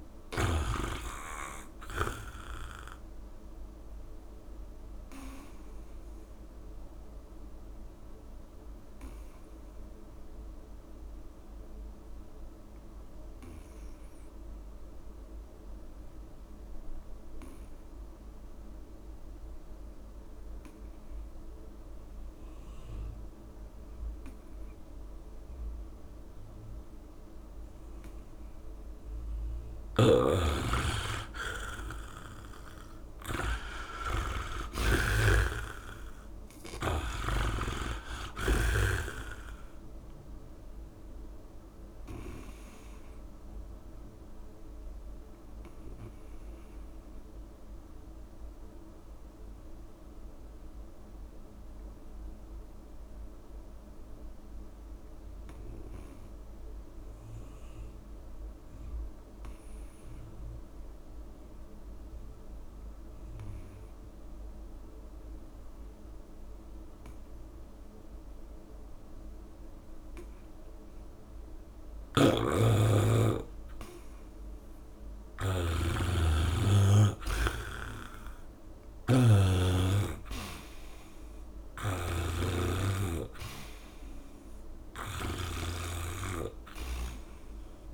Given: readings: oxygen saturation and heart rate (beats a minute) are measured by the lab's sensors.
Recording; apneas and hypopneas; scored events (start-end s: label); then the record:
breathing in sleep by a room microphone; 2
0.00-22.00 s: oxygen desaturation (device-marked, oxygen 78% lowest, heart rate 36 extreme)
1.00-3.00 s: long interval between heartbeats (device-marked, heart rate 68 before, 37 extreme)
6.00-29.50 s: obstructive apnea (oxygen 99% before, 78% lowest, heart rate 62 before, 36 extreme, up 1 after)
12.50-14.50 s: long interval between heartbeats (device-marked, heart rate 61 before, 68 extreme)
29.50-37.00 s: snoring (device-marked)
30.00-32.00 s: long interval between heartbeats (device-marked, heart rate 65 before, 66 extreme)
31.50-35.00 s: arousal
33.00-57.00 s: oxygen desaturation (device-marked, oxygen 97% before, 80% lowest, heart rate 65 before, 36 extreme)
33.50-35.50 s: long interval between heartbeats (device-marked, heart rate 65 before, 47 extreme)
36.50-38.50 s: long interval between heartbeats (device-marked, heart rate 62 before, 37 extreme)
41.00-43.00 s: long interval between heartbeats (device-marked, heart rate 56 before, 39 extreme)
43.50-71.50 s: obstructive apnea (oxygen 97% before, 78% lowest, heart rate 53 before, 36 extreme, up 9 after)
67.00-87.94 s: oxygen desaturation (device-marked, oxygen 98% before, 78% lowest, heart rate 69 before, 36 extreme)
71.50-85.00 s: snoring (device-marked)
74.50-78.50 s: arousal
82.00-84.00 s: long interval between heartbeats (device-marked, heart rate 65 before, 56 extreme)
From the record:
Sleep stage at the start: N2 (light sleep); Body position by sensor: on the back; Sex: male